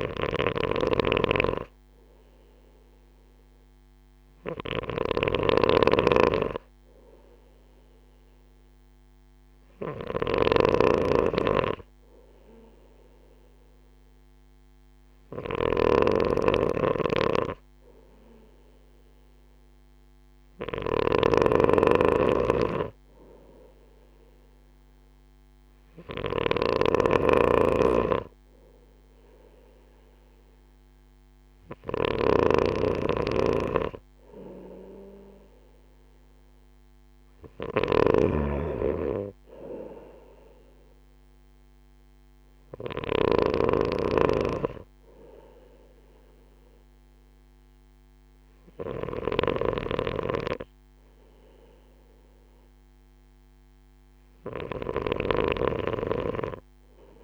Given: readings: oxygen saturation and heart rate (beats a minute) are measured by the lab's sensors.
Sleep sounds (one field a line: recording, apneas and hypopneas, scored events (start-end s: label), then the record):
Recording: breathing in sleep by a microphone on the trachea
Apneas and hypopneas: none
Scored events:
0.00-55.00 s: snoring (device-marked)
From the record:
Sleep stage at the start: N2 (light sleep)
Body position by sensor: on the right side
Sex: male